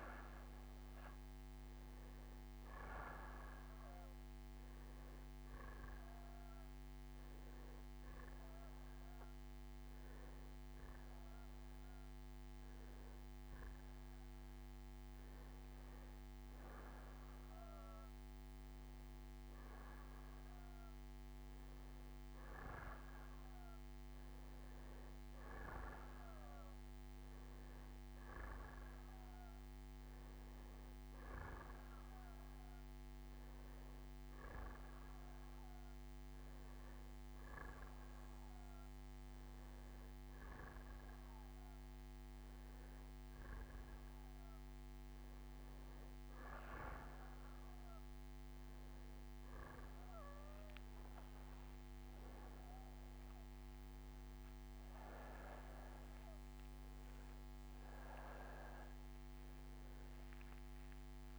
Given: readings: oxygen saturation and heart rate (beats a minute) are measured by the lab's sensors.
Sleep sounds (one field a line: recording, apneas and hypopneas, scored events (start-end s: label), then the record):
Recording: a person partly awake in a sleep study, hard to hear, by a microphone on the trachea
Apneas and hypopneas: none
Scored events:
29.50-35.50 s: bradycardia (device-marked, heart rate 67 before, 55 extreme)
44.50-46.50 s: bradycardia (device-marked, heart rate 67 before, 64 extreme)
45.50-61.39 s: new sleep stage, awake
From the record:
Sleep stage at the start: N1 (lightest sleep)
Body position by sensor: on the back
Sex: male